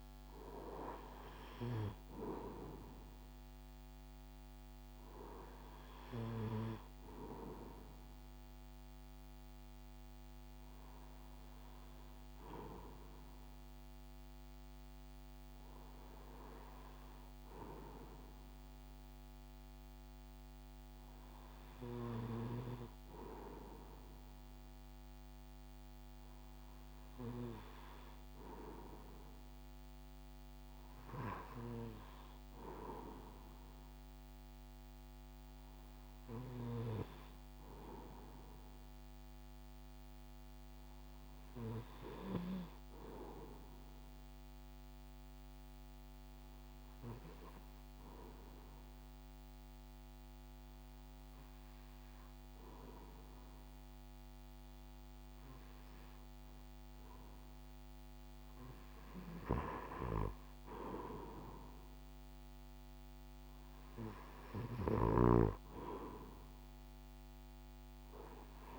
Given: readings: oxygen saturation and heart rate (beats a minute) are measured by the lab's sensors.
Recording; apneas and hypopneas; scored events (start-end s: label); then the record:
breathing in sleep by a microphone on the trachea; 1
43.50-58.00 s: hypopnea (oxygen 96% before, 93% lowest)
61.00-65.00 s: arousal
From the record:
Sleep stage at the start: REM sleep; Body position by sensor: on the right side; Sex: male